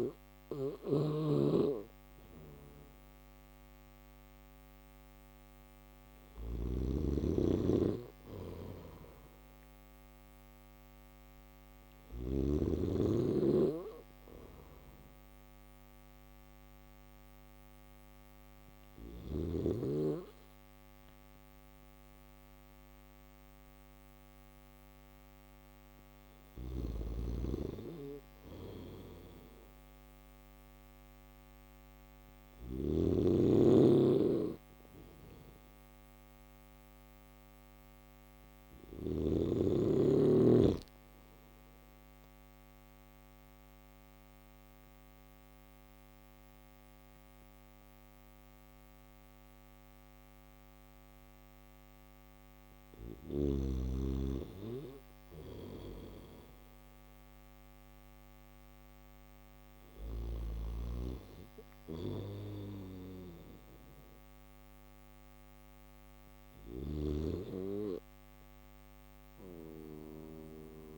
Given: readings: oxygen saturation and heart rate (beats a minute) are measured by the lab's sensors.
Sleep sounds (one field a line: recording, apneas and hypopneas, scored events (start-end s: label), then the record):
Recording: breathing in sleep by a microphone on the trachea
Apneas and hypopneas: none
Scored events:
0.00-11.00 s: snoring (device-marked)
31.50-38.00 s: snoring (device-marked)
65.50-70.98 s: snoring (device-marked)
67.50-70.98 s: new sleep stage, N3 (deep sleep)
From the record:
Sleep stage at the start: N1 (lightest sleep)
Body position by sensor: on the back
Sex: male